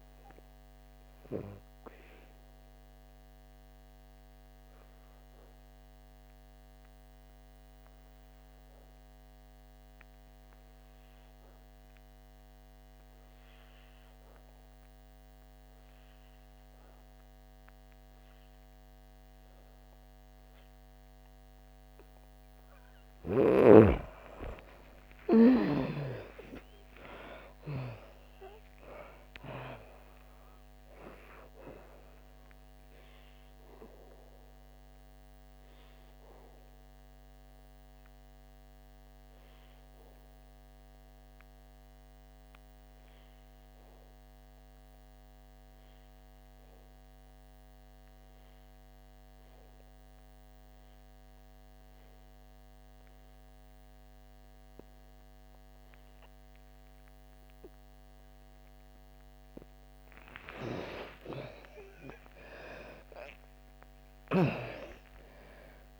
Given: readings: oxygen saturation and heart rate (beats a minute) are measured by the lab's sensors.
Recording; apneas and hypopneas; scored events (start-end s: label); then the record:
breathing in sleep by a microphone on the trachea; 2
0.00-18.00 s: oxygen desaturation (device-marked, oxygen 86% lowest, heart rate 56 extreme)
2.00-23.00 s: obstructive apnea (oxygen 98% before, 84% lowest, heart rate 67 before, 53 extreme, up 19 after)
25.00-29.00 s: arousal
29.00-56.00 s: oxygen desaturation (device-marked, oxygen 98% before, 84% lowest, heart rate 64 before, 53 extreme)
31.00-60.50 s: obstructive apnea (oxygen 98% before, 84% lowest, heart rate 67 before, 53 extreme, up 13 after)
62.00-66.00 s: arousal
62.00-66.00 s: oxygen desaturation (device-marked, oxygen 98% before, 85% lowest, heart rate 58 before, 55 extreme)
From the record:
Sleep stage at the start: N2 (light sleep); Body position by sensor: on the back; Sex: female